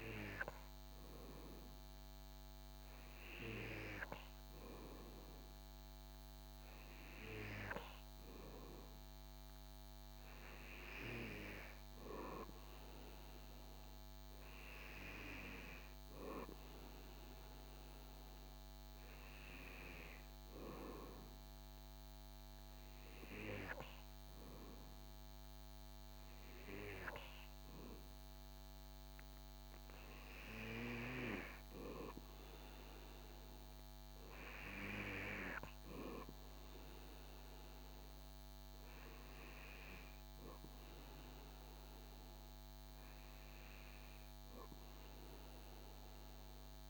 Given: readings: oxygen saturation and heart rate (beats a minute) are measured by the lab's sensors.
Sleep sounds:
breathing in sleep by a microphone on the trachea; none
none scored
From the record:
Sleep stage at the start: N2 (light sleep); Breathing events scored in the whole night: 108 in 7.0 hours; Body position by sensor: on the back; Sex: male

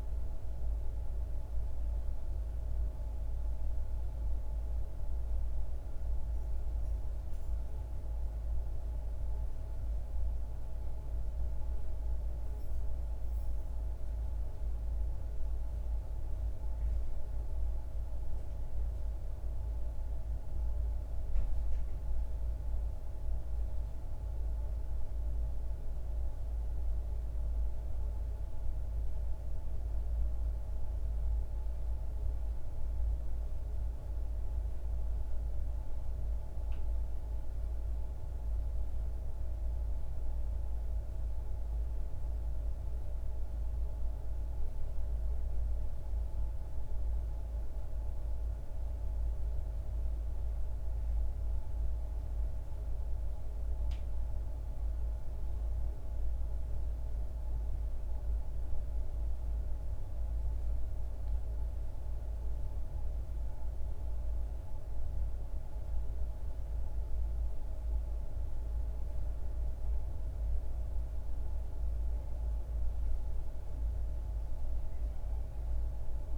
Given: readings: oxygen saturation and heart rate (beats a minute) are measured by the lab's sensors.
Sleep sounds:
a person awake in a sleep study, hard to hear, by a room microphone; none
none scored
From the record:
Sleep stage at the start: awake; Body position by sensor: on the back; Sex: male

